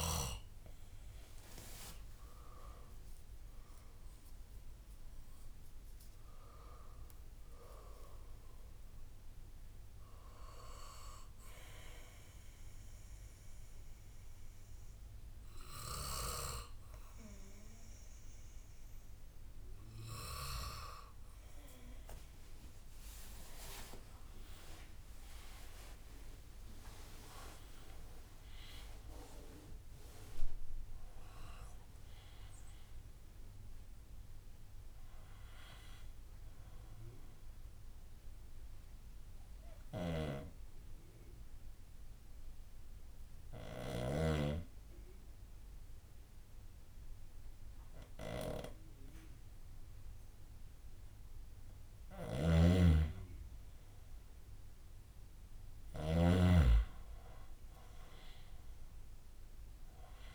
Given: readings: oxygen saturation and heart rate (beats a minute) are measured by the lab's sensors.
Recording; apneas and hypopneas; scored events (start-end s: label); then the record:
breathing in sleep by a room microphone; 1
0.00-13.00 s: drop in pulse transit time (device-marked, heart rate 67 extreme)
2.00-8.00 s: arousal
12.00-18.00 s: bradycardia (device-marked, heart rate 61 before, 56 extreme)
22.00-26.50 s: arousal
26.00-38.00 s: drop in pulse transit time (device-marked, heart rate 65 before, 69 extreme)
26.50-28.50 s: long interval between heartbeats (device-marked, heart rate 65 before, 79 extreme)
38.00-45.00 s: bradycardia (device-marked, heart rate 62 before, 55 extreme)
38.50-51.00 s: obstructive apnea (oxygen 98% before, 92% lowest, heart rate 73 before, 56 extreme, up 7 after)
40.00-44.50 s: snoring (device-marked)
48.00-51.00 s: bradycardia (device-marked, heart rate 62 before, 60 extreme)
52.50-60.35 s: snoring (device-marked)
54.00-57.50 s: arousal
57.00-60.35 s: oxygen desaturation (device-marked, oxygen 98% before, 94% lowest, heart rate 60 before, 56 extreme)
From the record:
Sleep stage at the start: N2 (light sleep); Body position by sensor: on the left side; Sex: male